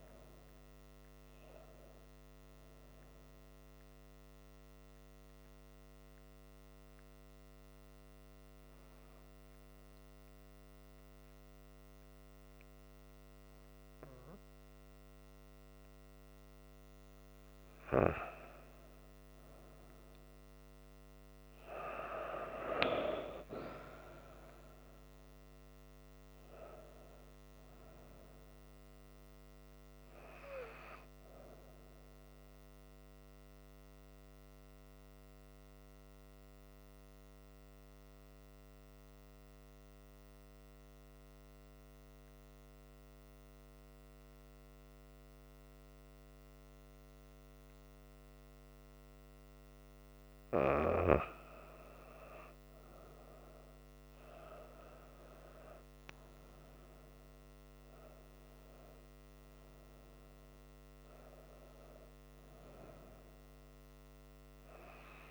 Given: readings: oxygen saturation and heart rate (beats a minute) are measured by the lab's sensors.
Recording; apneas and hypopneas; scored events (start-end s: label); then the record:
breathing in sleep by a microphone on the trachea; 2
0.00-12.00 s: oxygen desaturation (device-marked, oxygen 93% lowest, heart rate 67 extreme)
3.00-17.00 s: hypopnea (oxygen 97% before, 88% lowest, heart rate 88 before, 65 extreme, up 23 after)
20.00-47.00 s: oxygen desaturation (device-marked, oxygen 97% before, 88% lowest, heart rate 84 before, 65 extreme)
21.50-25.50 s: arousal
33.50-49.50 s: mixed apnea (oxygen 97% before, 88% lowest, heart rate 78 before, 65 extreme, up 8 after)
52.00-65.31 s: oxygen desaturation (device-marked, oxygen 98% before, 88% lowest, heart rate 69 before, 68 extreme)
58.50-62.50 s: arousal
From the record:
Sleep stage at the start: N2 (light sleep); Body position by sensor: on the back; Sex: female